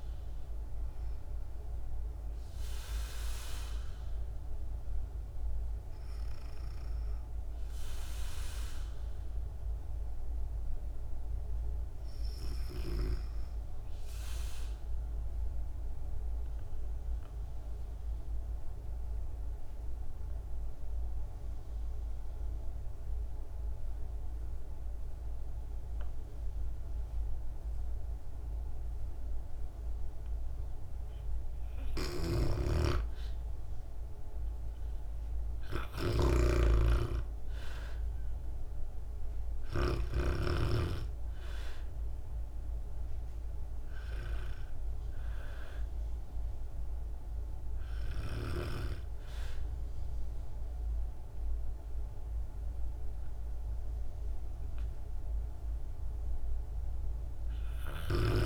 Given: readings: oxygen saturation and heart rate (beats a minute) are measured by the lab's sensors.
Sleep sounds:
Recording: breathing in sleep by a room microphone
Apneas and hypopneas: 1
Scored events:
15.50-32.50 s: mixed apnea (oxygen 98% before, 90% lowest, heart rate 60 before, 55 extreme, up 5 after)
31.00-58.46 s: oxygen desaturation (device-marked, oxygen 98% before, 90% lowest, heart rate 56 before, 54 extreme)
31.50-40.50 s: snoring (device-marked)
34.50-39.00 s: arousal
From the record:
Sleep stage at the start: REM sleep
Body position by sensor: on the back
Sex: female

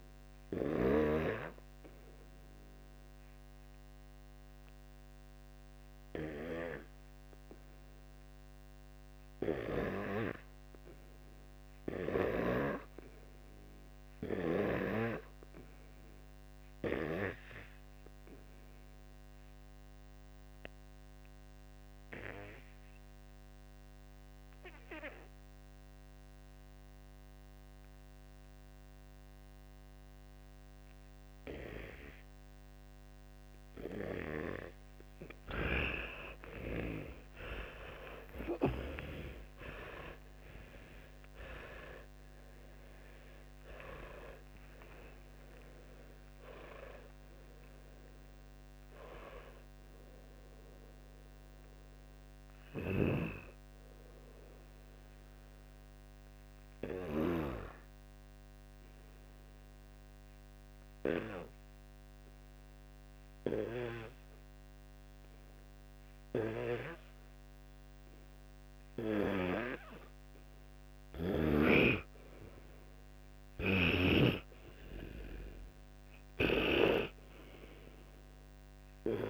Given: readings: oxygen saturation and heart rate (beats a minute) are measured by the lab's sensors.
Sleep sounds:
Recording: breathing in sleep by a microphone on the trachea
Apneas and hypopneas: 2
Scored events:
0.00-1.00 s: snoring (device-marked)
0.00-2.00 s: arousal
2.00-9.00 s: oxygen desaturation (device-marked, oxygen 93% before, 89% lowest, heart rate 65 before, 54 extreme)
20.50-35.50 s: obstructive apnea (oxygen 99% before, 87% lowest, heart rate 61 before, 53 extreme)
26.00-39.00 s: oxygen desaturation (device-marked, oxygen 97% before, 88% lowest, heart rate 60 before, 53 extreme)
35.50-39.00 s: snoring (device-marked)
37.00-42.50 s: arousal
55.00-63.00 s: oxygen desaturation (device-marked, oxygen 91% before, 87% lowest, heart rate 127 before, 61 extreme)
59.50-69.50 s: hypopnea (oxygen 91% before, 86% lowest, heart rate 121 before, 59 extreme, up 6 after)
72.00-75.50 s: arousal
From the record:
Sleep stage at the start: N2 (light sleep)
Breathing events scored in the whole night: 338 in 4.0 hours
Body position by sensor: on the back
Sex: male

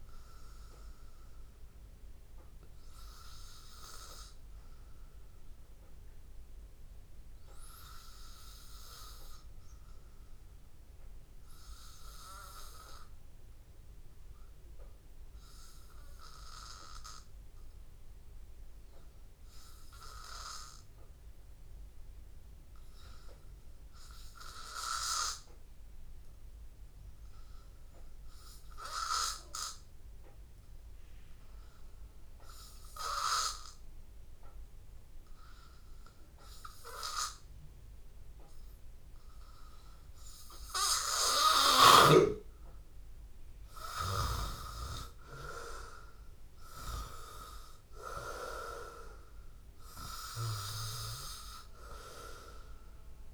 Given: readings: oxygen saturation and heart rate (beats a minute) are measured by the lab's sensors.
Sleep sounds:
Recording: breathing in sleep by a room microphone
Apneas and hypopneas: 1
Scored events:
0.00-14.50 s: oxygen desaturation (device-marked, oxygen 85% lowest, heart rate 82 extreme)
0.50-39.50 s: hypopnea (oxygen 95% before, 85% lowest, heart rate 87 before, 82 extreme, up 3 after)
36.50-53.34 s: oxygen desaturation (device-marked, oxygen 98% before, 89% lowest, heart rate 84 before, 83 extreme)
41.50-46.50 s: arousal
From the record:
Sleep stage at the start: N2 (light sleep)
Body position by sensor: on the back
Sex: male

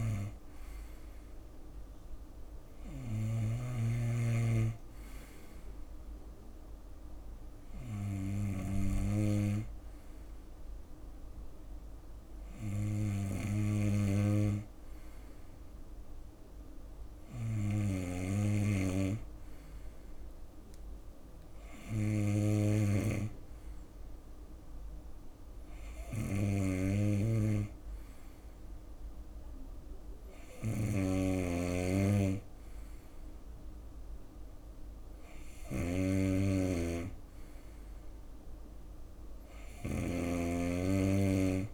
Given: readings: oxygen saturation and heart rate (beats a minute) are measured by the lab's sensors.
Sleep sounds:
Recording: breathing in sleep by a room microphone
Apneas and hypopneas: none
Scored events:
0.00-3.00 s: snoring (device-marked)
17.00-39.50 s: snoring (device-marked)
From the record:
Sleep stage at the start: N2 (light sleep)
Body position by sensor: on the right side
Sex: male

